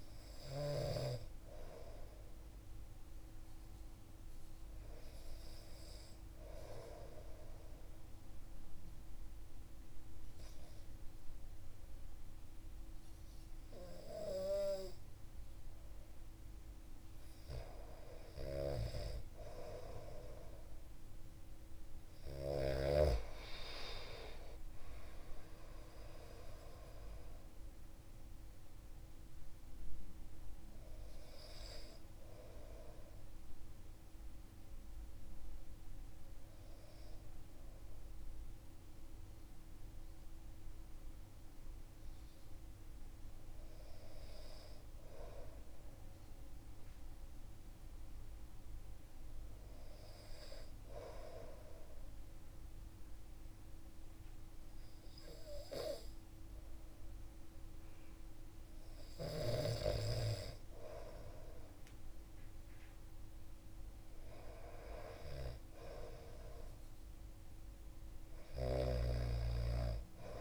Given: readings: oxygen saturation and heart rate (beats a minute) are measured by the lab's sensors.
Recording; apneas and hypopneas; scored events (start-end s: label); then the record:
breathing in sleep by a room microphone; none
68.00-70.41 s: snoring (device-marked)
From the record:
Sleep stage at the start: N2 (light sleep); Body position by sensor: on the back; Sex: male